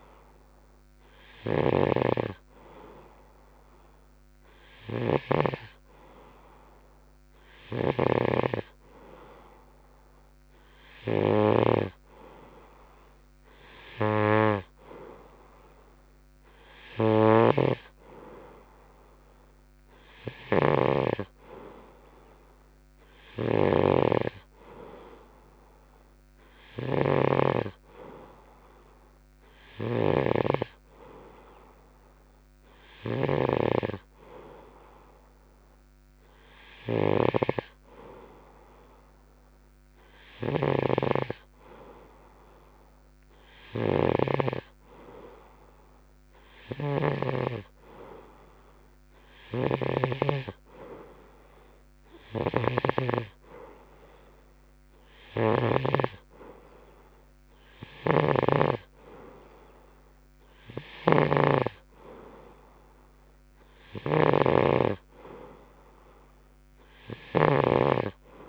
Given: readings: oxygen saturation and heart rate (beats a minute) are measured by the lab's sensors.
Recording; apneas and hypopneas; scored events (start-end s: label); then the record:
breathing in sleep by a microphone on the trachea; none
0.00-34.00 s: snoring (device-marked)
40.50-53.50 s: snoring (device-marked)
55.50-68.49 s: snoring (device-marked)
From the record:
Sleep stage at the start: N2 (light sleep); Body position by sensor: on the right side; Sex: male